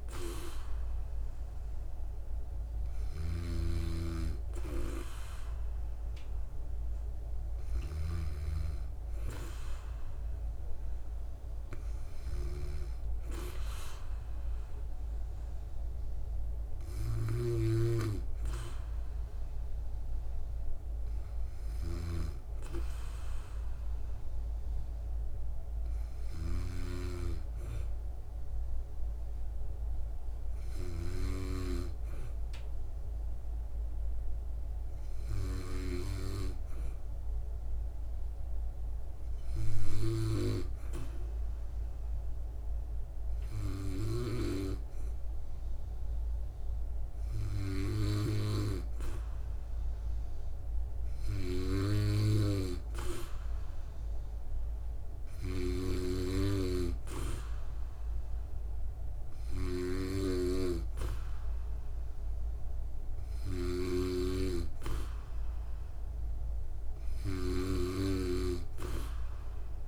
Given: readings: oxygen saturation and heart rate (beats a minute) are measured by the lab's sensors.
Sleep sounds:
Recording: breathing in sleep by a room microphone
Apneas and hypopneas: none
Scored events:
0.00-8.50 s: snoring (device-marked)
55.50-69.88 s: snoring (device-marked)
From the record:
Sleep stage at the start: N2 (light sleep)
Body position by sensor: on the back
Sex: female

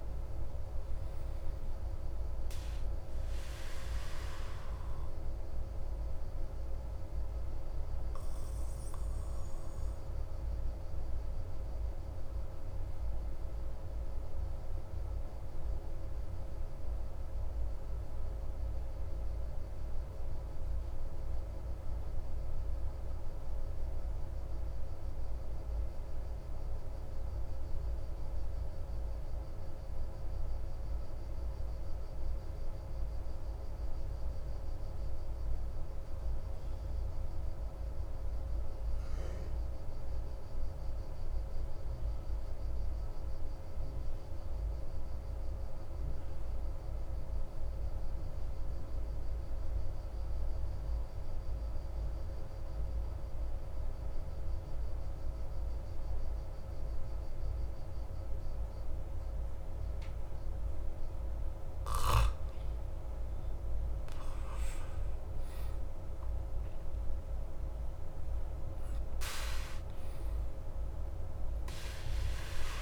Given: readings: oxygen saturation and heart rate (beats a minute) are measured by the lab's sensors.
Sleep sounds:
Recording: breathing in sleep, hard to hear, by a room microphone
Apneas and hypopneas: 1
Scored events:
0.00-19.00 s: oxygen desaturation (device-marked, oxygen 88% lowest, heart rate 33 extreme)
6.00-61.00 s: obstructive apnea (oxygen 95% before, 88% lowest, heart rate 43 before, 34 extreme, up 4 after)
51.00-72.82 s: oxygen desaturation (device-marked, oxygen 98% before, 89% lowest, heart rate 43 before, 34 extreme)
63.50-67.00 s: arousal
From the record:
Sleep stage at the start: N2 (light sleep)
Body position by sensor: on the back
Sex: male

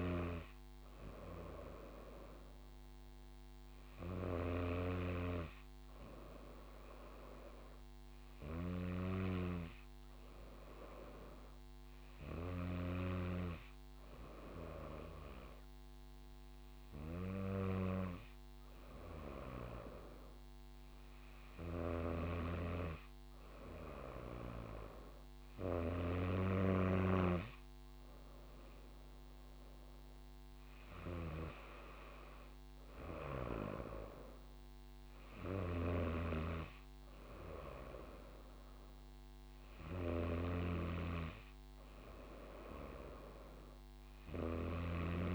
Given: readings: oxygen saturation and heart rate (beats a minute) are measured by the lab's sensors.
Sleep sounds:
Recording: breathing in sleep by a microphone on the trachea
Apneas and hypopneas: none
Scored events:
29.50-33.00 s: arousal
From the record:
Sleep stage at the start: N2 (light sleep)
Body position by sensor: on the front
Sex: female

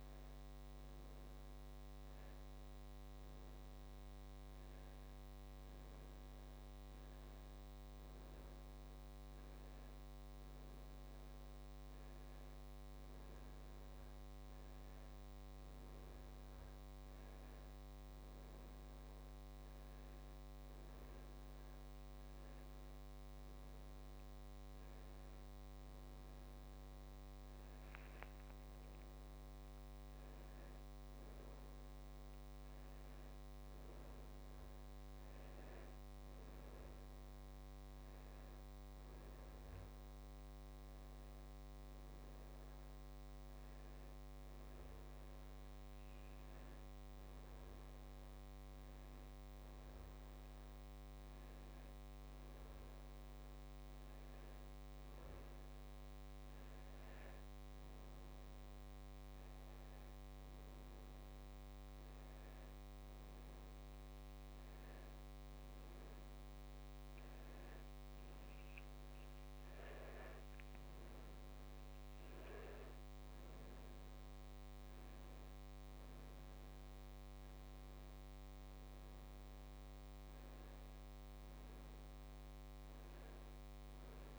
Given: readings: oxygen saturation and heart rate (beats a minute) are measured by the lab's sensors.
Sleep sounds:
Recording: a person awake in a sleep study, hard to hear, by a microphone on the trachea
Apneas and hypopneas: none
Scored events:
none scored
From the record:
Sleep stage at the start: awake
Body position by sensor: on the back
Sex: male

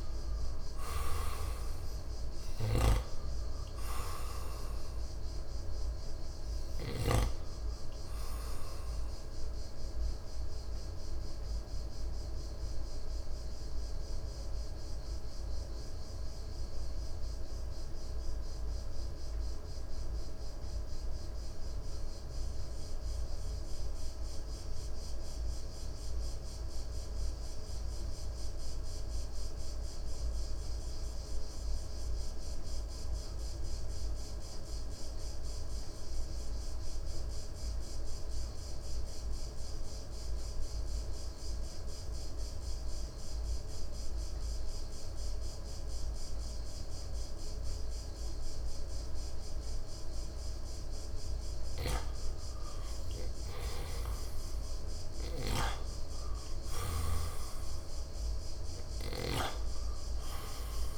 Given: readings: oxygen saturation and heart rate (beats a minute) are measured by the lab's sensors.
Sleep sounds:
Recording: breathing in sleep by a room microphone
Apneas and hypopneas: 1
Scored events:
0.00-1.00 s: arousal
0.00-7.50 s: snoring (device-marked)
0.00-22.50 s: oxygen desaturation (device-marked, oxygen 84% lowest, heart rate 52 extreme)
10.50-52.00 s: mixed apnea (oxygen 95% before, 84% lowest, heart rate 64 before, 52 extreme, up 6 after)
41.50-60.98 s: oxygen desaturation (device-marked, oxygen 97% before, 87% lowest, heart rate 57 before, 58 extreme)
53.50-56.50 s: arousal
From the record:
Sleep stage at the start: N2 (light sleep)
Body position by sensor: on the right side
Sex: male

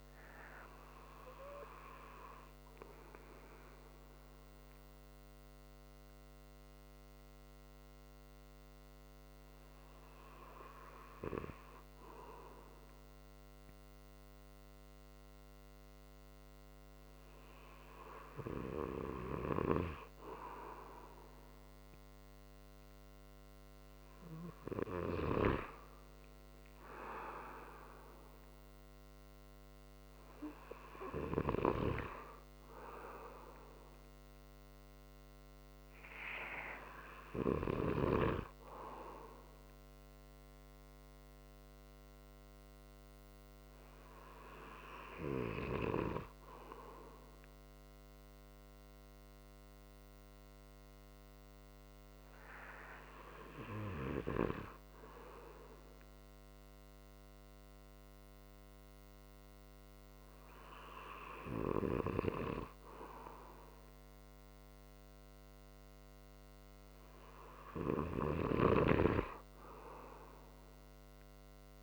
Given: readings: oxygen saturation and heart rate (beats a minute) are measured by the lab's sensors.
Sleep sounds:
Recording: breathing in sleep by a microphone on the trachea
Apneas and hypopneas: 2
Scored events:
2.50-17.00 s: hypopnea (oxygen 96% before, 94% lowest)
19.00-23.50 s: arousal
48.50-62.00 s: hypopnea (oxygen 96% before, 95% lowest)
64.00-67.50 s: arousal
68.00-71.83 s: snoring (device-marked)
From the record:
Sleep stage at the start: N2 (light sleep)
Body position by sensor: on the right side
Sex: male

